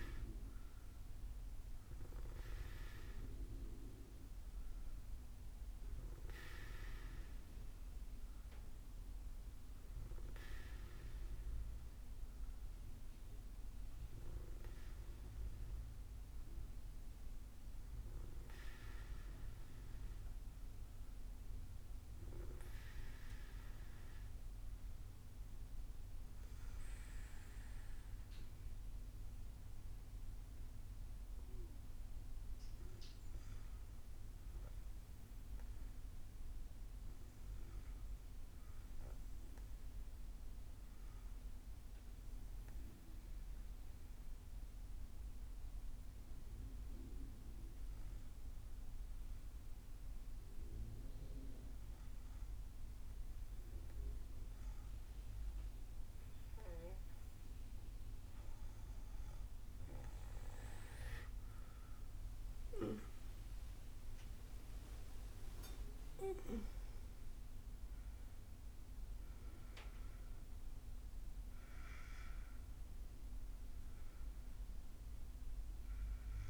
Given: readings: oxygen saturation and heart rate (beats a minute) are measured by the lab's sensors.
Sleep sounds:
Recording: breathing in sleep by a room microphone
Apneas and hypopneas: 1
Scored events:
41.00-53.00 s: obstructive apnea (oxygen 97% before, 94% lowest, heart rate 61 before, 62 extreme, up 7 after)
53.50-76.49 s: new sleep stage, N2 (light sleep)
61.50-67.50 s: arousal
From the record:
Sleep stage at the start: REM sleep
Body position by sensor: on the back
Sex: female

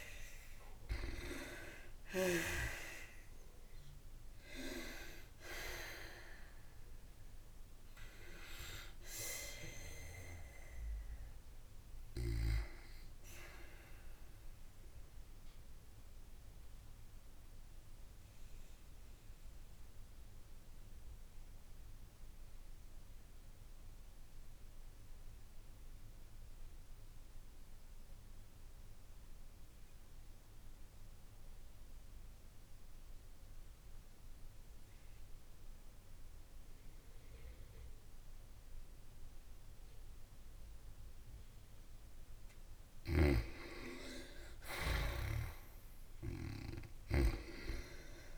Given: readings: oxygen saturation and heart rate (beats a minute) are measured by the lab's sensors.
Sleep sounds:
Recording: breathing in sleep by a room microphone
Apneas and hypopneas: 1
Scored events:
0.00-1.00 s: arousal
14.00-41.50 s: obstructive apnea (oxygen 96% before, 82% lowest, heart rate 104 before, 52 extreme)
30.50-48.38 s: oxygen desaturation (device-marked, oxygen 94% before, 85% lowest, heart rate 85 before, 54 extreme)
43.50-47.50 s: arousal
From the record:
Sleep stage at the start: N2 (light sleep)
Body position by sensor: on the back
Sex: female

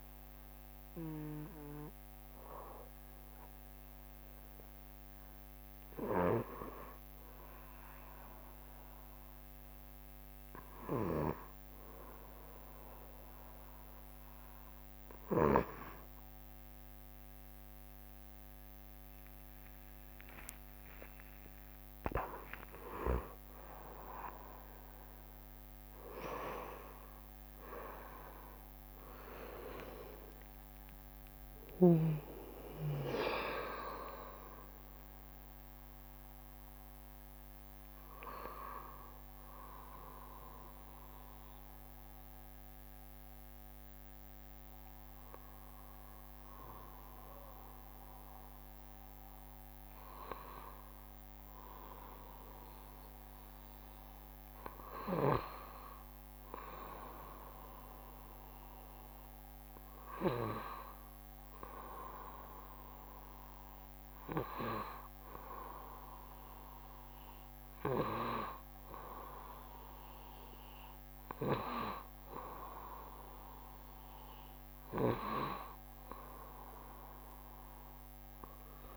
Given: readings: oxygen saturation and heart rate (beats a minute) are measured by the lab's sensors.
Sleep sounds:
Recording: a person awake in a sleep study, by a microphone on the trachea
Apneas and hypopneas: none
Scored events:
18.50-24.50 s: tachycardia (device-marked, heart rate 75 before, 128 extreme)
20.50-22.50 s: long interval between heartbeats (device-marked, heart rate 70 before, 95 extreme)
23.00-25.00 s: long interval between heartbeats (device-marked, heart rate 71 before, 120 extreme)
40.50-78.97 s: new sleep stage, N1 (lightest sleep)
From the record:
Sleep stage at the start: awake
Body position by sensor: on the back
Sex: male

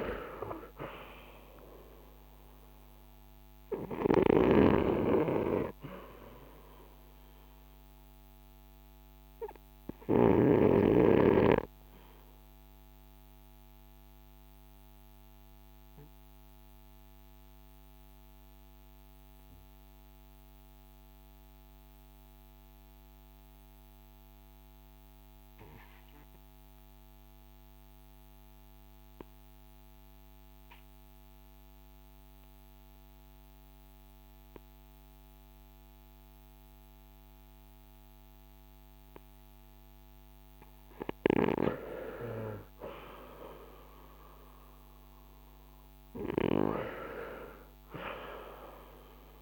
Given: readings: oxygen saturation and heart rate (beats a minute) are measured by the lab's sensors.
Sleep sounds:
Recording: breathing in sleep by a microphone on the trachea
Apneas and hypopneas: 1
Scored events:
0.00-36.50 s: oxygen desaturation (device-marked, oxygen 77% lowest, heart rate 46 extreme)
11.50-39.00 s: obstructive apnea (oxygen 97% before, 77% lowest, heart rate 59 before, 45 extreme, up 7 after)
42.00-46.00 s: arousal
47.50-49.42 s: oxygen desaturation (device-marked, oxygen 94% before, 78% lowest, heart rate 54 before, 45 extreme)
From the record:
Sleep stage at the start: REM sleep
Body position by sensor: on the front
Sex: male

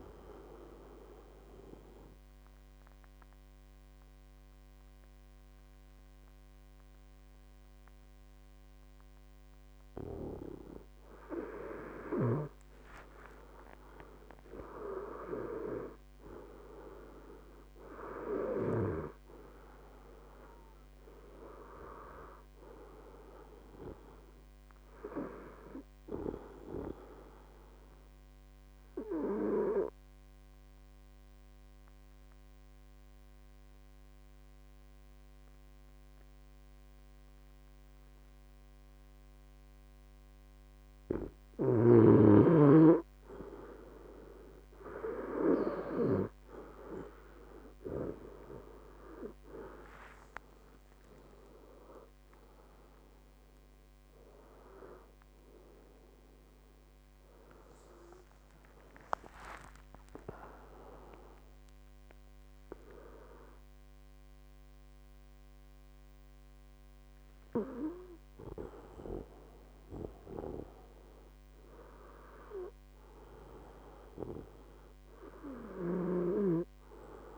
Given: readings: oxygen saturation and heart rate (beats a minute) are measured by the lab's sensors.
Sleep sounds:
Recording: breathing in sleep by a microphone on the trachea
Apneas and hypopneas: 2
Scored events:
0.50-11.50 s: obstructive apnea (oxygen 97% before, 94% lowest, heart rate 73 before, 71 extreme, up 7 after)
14.50-18.50 s: arousal
29.00-41.00 s: obstructive apnea (oxygen 96% before, 94% lowest, heart rate 77 before, 70 extreme, up 11 after)
47.50-50.50 s: arousal
From the record:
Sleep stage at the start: N2 (light sleep)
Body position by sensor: on the right side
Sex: male

